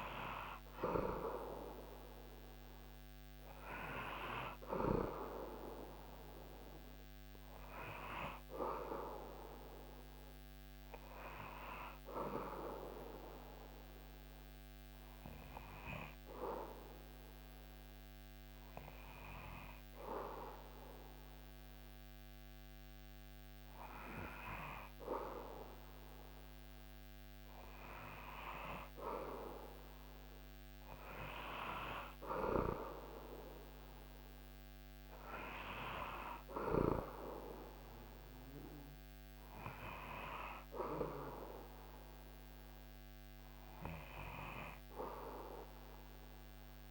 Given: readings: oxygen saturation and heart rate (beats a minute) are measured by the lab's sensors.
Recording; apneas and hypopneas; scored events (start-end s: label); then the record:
breathing in sleep by a microphone on the trachea; 1
0.00-3.00 s: arousal
12.50-25.50 s: hypopnea (oxygen 98% before, 88% lowest, heart rate 74 before, 70 extreme, up 5 after)
28.00-32.50 s: arousal
From the record:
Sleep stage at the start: N2 (light sleep); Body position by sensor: on the back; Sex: male